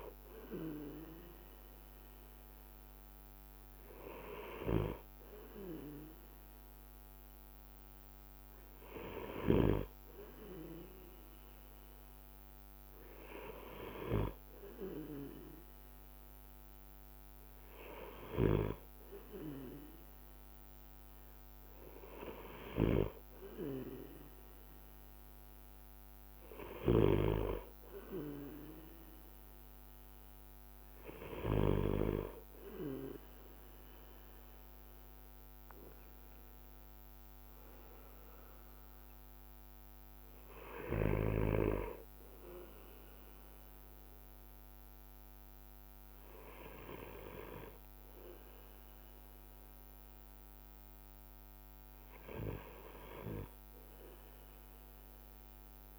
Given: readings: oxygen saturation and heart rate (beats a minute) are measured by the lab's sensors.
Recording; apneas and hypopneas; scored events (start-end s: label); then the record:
breathing in sleep by a microphone on the trachea; none
none scored
From the record:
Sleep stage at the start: N2 (light sleep); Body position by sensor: on the right side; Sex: male